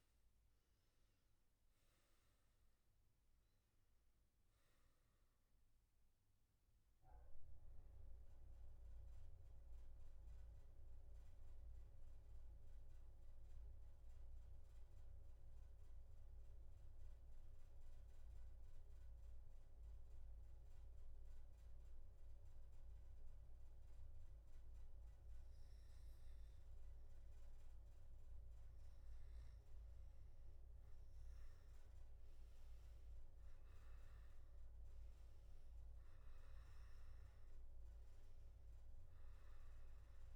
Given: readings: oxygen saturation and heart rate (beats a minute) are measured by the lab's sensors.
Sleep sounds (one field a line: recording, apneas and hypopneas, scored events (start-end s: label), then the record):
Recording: breathing in sleep, hard to hear, by a room microphone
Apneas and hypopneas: none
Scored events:
31.50-40.36 s: oxygen desaturation (device-marked, oxygen 98% before, 93% lowest, heart rate 127 before, 82 extreme)
From the record:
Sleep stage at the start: N2 (light sleep)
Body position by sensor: on the back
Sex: male